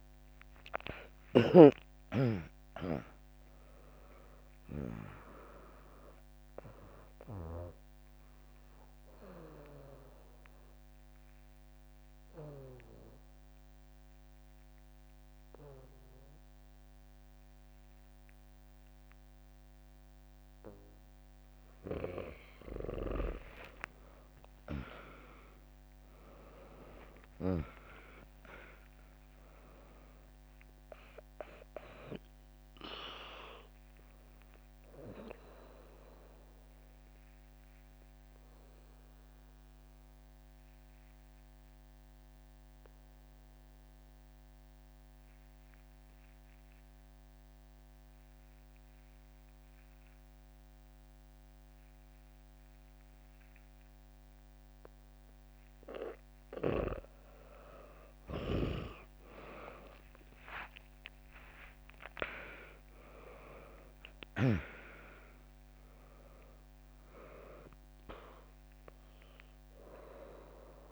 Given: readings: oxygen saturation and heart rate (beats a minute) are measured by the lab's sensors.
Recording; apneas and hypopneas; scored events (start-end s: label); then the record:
breathing in sleep by a microphone on the trachea; 2
0.00-10.50 s: drop in pulse transit time (device-marked, heart rate 63 extreme)
0.00-23.50 s: oxygen desaturation (device-marked, oxygen 94% lowest, heart rate 62 extreme)
9.00-21.50 s: obstructive apnea (oxygen 100% before, 94% lowest, heart rate 71 before, 62 extreme)
24.00-29.50 s: arousal
26.50-37.50 s: drop in pulse transit time (device-marked, heart rate 75 before, 63 extreme)
35.50-55.50 s: obstructive apnea (oxygen 100% before, 95% lowest, heart rate 72 before, 62 extreme, up 6 after)
59.50-65.50 s: arousal
59.50-70.92 s: drop in pulse transit time (device-marked, heart rate 64 before, 63 extreme)
64.50-70.92 s: oxygen desaturation (device-marked, oxygen 99% before, 95% lowest, heart rate 65 before, 61 extreme)
From the record:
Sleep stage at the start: N2 (light sleep); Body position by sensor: on the back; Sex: female